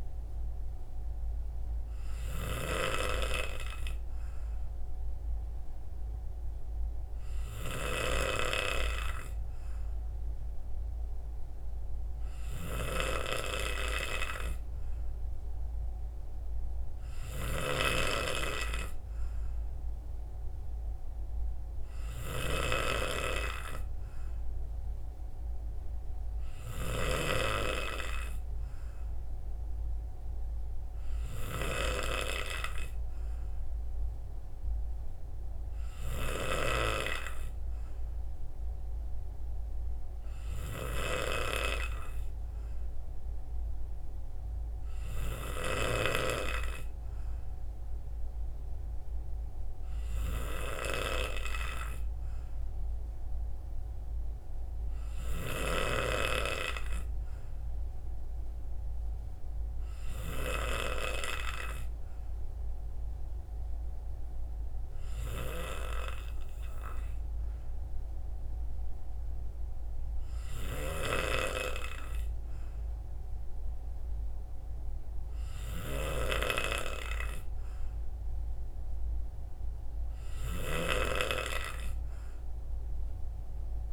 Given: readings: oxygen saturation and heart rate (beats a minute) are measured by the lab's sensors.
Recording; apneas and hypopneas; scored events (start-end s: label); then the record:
breathing in sleep by a room microphone; none
none scored
From the record:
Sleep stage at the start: N3 (deep sleep); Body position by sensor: on the right side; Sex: male